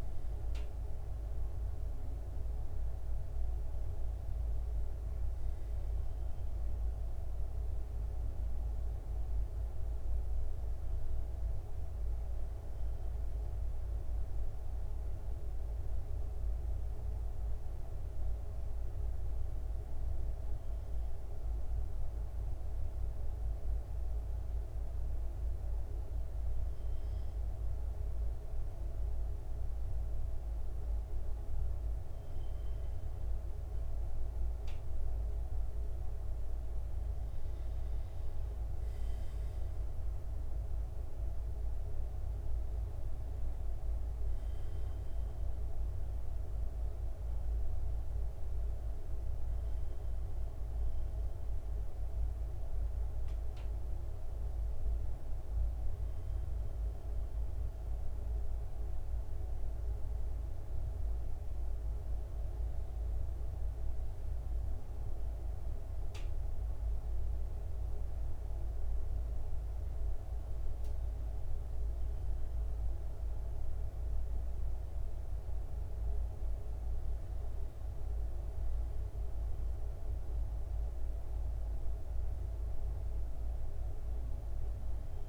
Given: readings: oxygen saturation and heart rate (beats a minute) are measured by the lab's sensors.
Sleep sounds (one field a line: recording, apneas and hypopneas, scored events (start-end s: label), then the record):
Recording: breathing in sleep, hard to hear, by a room microphone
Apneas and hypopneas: 1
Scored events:
15.00-33.00 s: mixed apnea (oxygen 97% before, 94% lowest, heart rate 68 before, 65 extreme, up 2 after)
35.00-39.50 s: arousal
44.00-67.00 s: oxygen desaturation (device-marked, oxygen 97% before, 94% lowest, heart rate 66 before, 65 extreme)
69.00-73.50 s: arousal
From the record:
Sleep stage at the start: N1 (lightest sleep)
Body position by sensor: on the right side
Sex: male